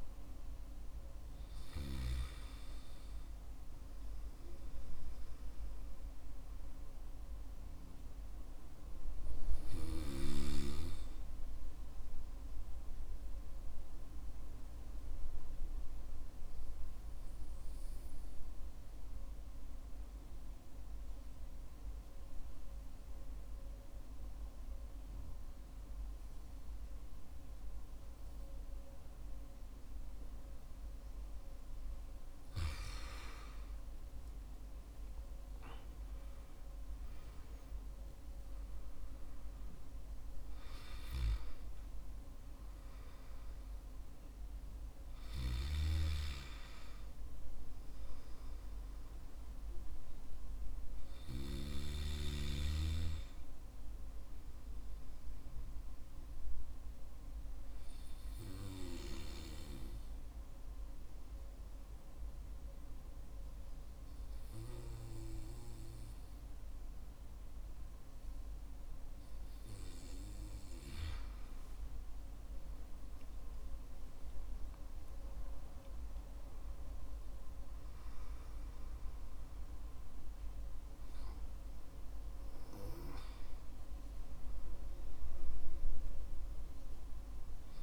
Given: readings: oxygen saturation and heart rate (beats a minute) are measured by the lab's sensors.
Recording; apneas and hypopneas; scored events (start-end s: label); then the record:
breathing in sleep by a room microphone; 2
0.00-11.50 s: oxygen desaturation (device-marked, oxygen 91% lowest, heart rate 50 extreme)
7.00-31.50 s: hypopnea (oxygen 95% before, 91% lowest, heart rate 61 before, 50 extreme, up 11 after)
27.50-39.50 s: oxygen desaturation (device-marked, oxygen 96% before, 92% lowest, heart rate 58 before, 52 extreme)
33.50-37.00 s: arousal
54.50-70.00 s: hypopnea (oxygen 96% before, 92% lowest, heart rate 59 before, 52 extreme, up 17 after)
73.50-77.00 s: arousal
From the record:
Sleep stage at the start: N2 (light sleep); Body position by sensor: on the back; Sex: male